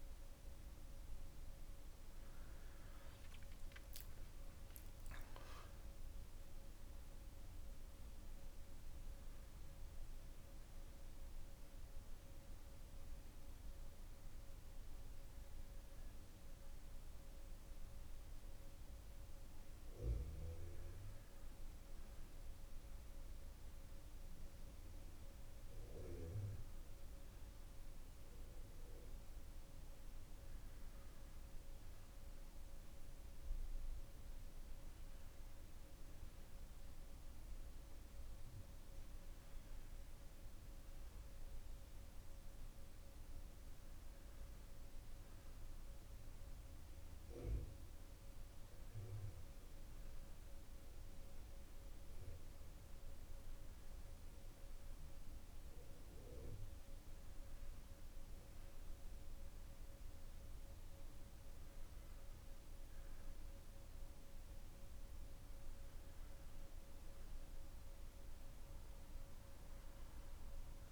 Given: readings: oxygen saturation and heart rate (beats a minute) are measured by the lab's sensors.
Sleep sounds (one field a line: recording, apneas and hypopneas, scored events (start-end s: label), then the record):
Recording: breathing in sleep, hard to hear, by a room microphone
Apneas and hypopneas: none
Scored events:
none scored
From the record:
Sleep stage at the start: N2 (light sleep)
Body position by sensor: on the back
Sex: male